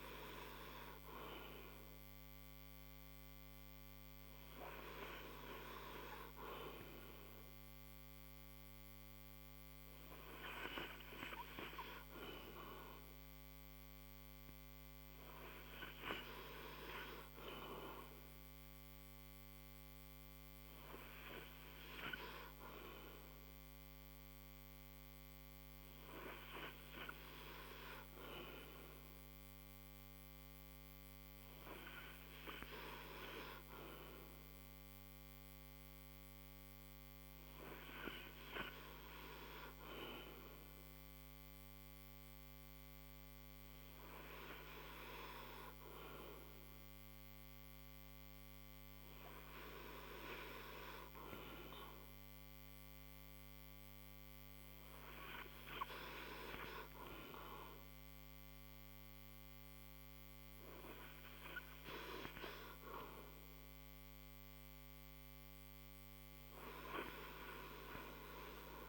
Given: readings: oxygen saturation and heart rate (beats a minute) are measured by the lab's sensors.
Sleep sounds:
breathing in sleep by a microphone on the trachea; none
none scored
From the record:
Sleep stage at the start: N2 (light sleep); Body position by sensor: on the right side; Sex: male

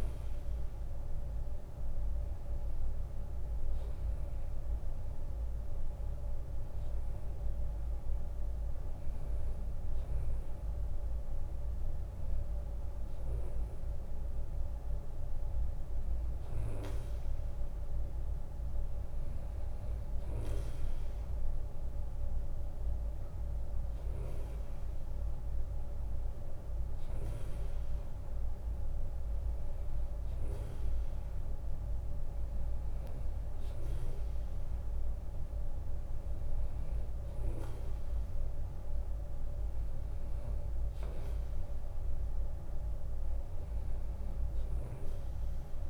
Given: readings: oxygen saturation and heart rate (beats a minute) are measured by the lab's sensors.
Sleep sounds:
breathing in sleep, hard to hear, by a room microphone; none
1.00-13.00 s: drop in pulse transit time (device-marked, heart rate 77 before, 76 extreme)
20.00-45.90 s: new sleep stage, REM sleep
27.50-29.50 s: long interval between heartbeats (device-marked, heart rate 77 before, 69 extreme)
From the record:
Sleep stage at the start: N2 (light sleep); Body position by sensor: on the right side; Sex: male

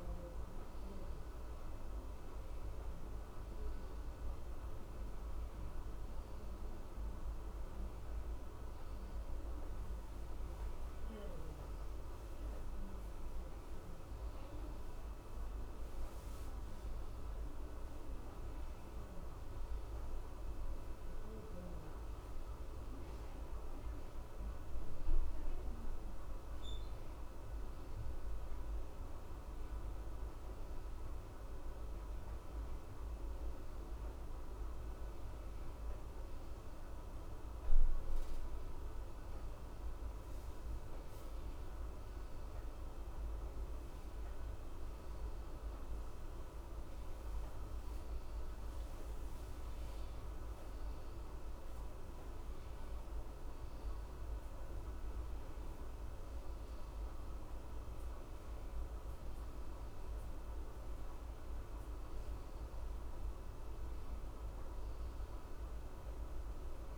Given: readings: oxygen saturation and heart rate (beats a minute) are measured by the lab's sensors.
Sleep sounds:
breathing in sleep, hard to hear, by a room microphone; none
9.00-66.98 s: new sleep stage, N2 (light sleep)
From the record:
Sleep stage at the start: N1 (lightest sleep); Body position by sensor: on the left side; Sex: male

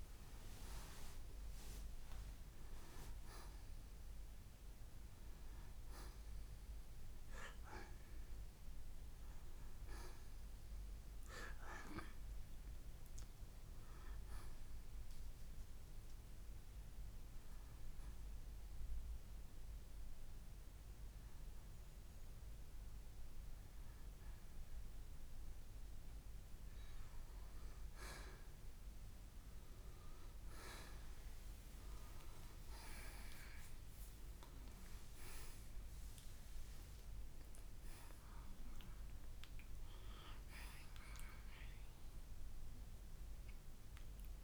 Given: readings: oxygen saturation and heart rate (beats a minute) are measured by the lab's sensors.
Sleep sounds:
breathing in sleep by a room microphone; 1
15.50-27.00 s: hypopnea (oxygen 93% before, 87% lowest, heart rate 69 before, 56 extreme, up 1 after)
32.00-36.00 s: arousal
41.00-44.44 s: oxygen desaturation (device-marked, oxygen 92% before, 87% lowest, heart rate 64 before, 60 extreme)
From the record:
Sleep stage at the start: N2 (light sleep); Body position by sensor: on the right side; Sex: male

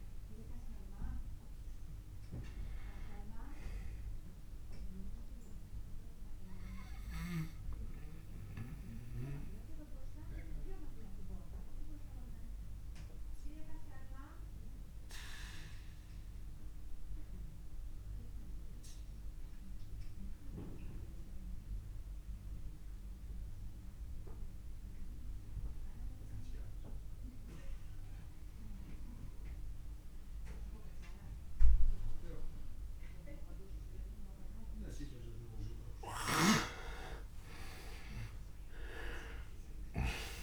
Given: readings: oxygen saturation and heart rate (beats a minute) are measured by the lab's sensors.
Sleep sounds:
breathing in sleep by a room microphone; 1
0.00-15.00 s: oxygen desaturation (device-marked, oxygen 83% lowest)
6.50-35.00 s: obstructive apnea (oxygen 96% before, 83% lowest)
8.00-40.43 s: new sleep stage, REM sleep
38.00-40.43 s: arousal
From the record:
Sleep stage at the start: N2 (light sleep); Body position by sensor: on the back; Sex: male

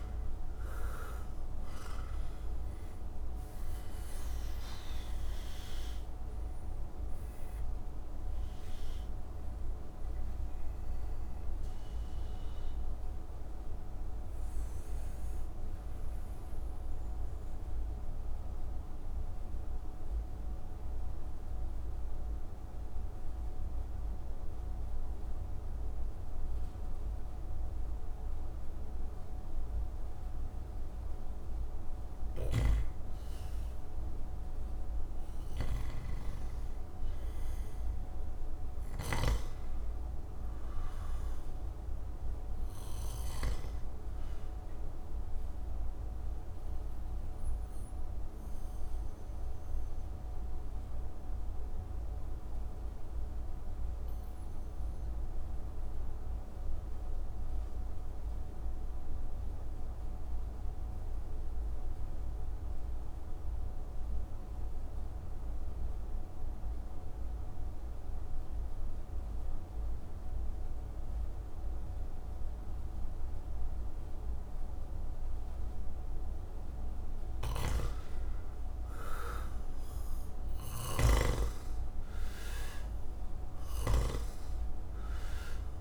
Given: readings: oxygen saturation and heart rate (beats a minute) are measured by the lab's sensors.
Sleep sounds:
breathing in sleep, hard to hear, by a room microphone; 2
0.00-3.00 s: arousal
0.00-30.50 s: oxygen desaturation (device-marked, oxygen 85% lowest)
13.00-30.50 s: central apnea (oxygen 95% before, 85% lowest)
32.00-35.50 s: arousal
43.50-62.50 s: oxygen desaturation (device-marked, oxygen 98% before, 89% lowest)
45.50-74.00 s: obstructive apnea (oxygen 98% before, 80% lowest)
52.50-85.81 s: new sleep stage, REM sleep
73.50-85.81 s: oxygen desaturation (device-marked, oxygen 97% before, 80% lowest)
77.50-81.00 s: arousal
80.00-85.81 s: snoring (device-marked)
From the record:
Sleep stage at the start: N2 (light sleep); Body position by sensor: on the back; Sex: male

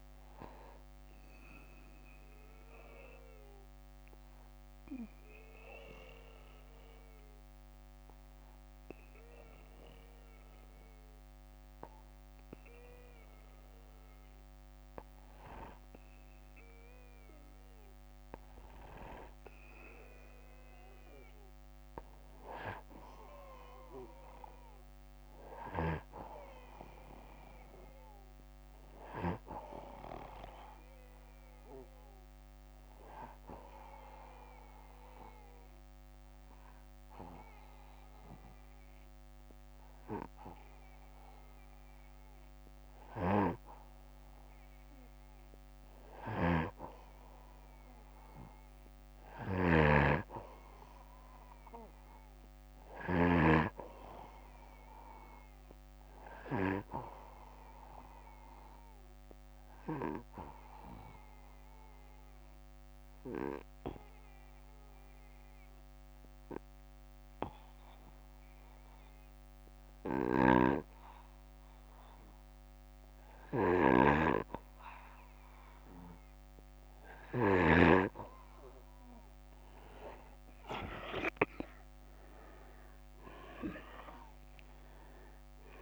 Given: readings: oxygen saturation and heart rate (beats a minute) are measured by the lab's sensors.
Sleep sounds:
breathing in sleep by a microphone on the trachea; 3
2.00-14.50 s: obstructive apnea (oxygen 96% before, 93% lowest, heart rate 64 before, 59 extreme, up 4 after)
9.00-18.00 s: oxygen desaturation (device-marked, oxygen 96% before, 93% lowest, heart rate 64 before, 59 extreme)
21.00-25.50 s: arousal
34.00-45.00 s: obstructive apnea (oxygen 97% before, 92% lowest, heart rate 62 before, 59 extreme, up 3 after)
45.50-52.50 s: snoring (device-marked)
48.50-52.00 s: arousal
59.00-76.00 s: obstructive apnea (oxygen 96% before, 89% lowest, heart rate 61 before, 58 extreme, up 7 after)
69.50-77.00 s: snoring (device-marked)
70.00-85.00 s: oxygen desaturation (device-marked, oxygen 95% before, 92% lowest, heart rate 61 before, 58 extreme)
82.00-85.82 s: arousal
From the record:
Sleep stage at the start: N2 (light sleep); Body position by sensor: on the back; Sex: male

